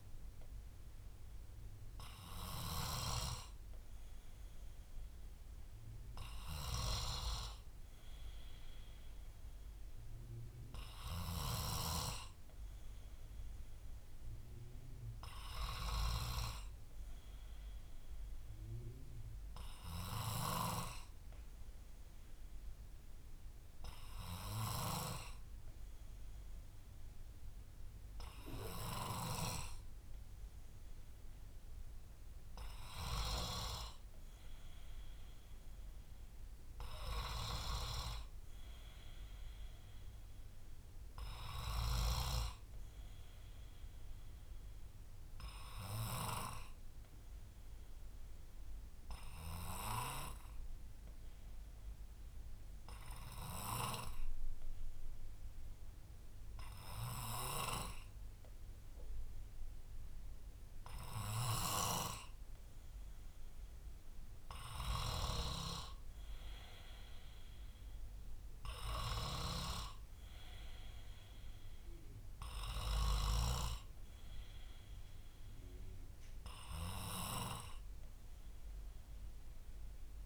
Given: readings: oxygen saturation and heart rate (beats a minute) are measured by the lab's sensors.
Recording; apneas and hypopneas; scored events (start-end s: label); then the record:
breathing in sleep by a room microphone; 2
13.00-17.00 s: arousal
21.00-32.50 s: obstructive apnea (oxygen 96% before, 93% lowest, heart rate 62 before, 58 extreme, up 6 after)
34.00-38.00 s: arousal
45.00-48.00 s: bradycardia (device-marked, heart rate 70 before, 61 extreme)
49.50-62.50 s: obstructive apnea (oxygen 95% before, 93% lowest, heart rate 62 before, 58 extreme, up 4 after)
65.50-69.50 s: arousal
73.00-79.00 s: bradycardia (device-marked, heart rate 70 before, 58 extreme)
From the record:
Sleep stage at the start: N2 (light sleep); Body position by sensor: on the back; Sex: male